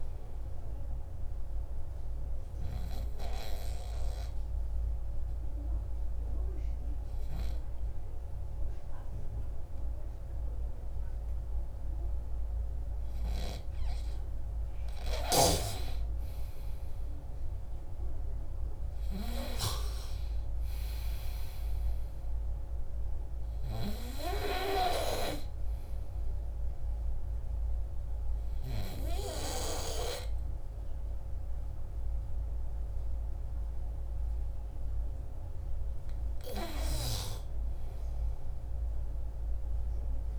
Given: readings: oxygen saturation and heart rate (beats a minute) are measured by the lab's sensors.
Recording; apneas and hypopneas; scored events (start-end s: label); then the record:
breathing in sleep by a room microphone; 2
0.50-13.00 s: obstructive apnea (oxygen 97% before, 94% lowest, heart rate 62 before, 62 extreme, up 12 after)
16.00-19.50 s: arousal
25.50-36.00 s: obstructive apnea (oxygen 97% before, 93% lowest, heart rate 68 before, 59 extreme, up 16 after)
37.00-40.39 s: arousal
From the record:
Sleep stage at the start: N2 (light sleep); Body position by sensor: on the back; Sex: male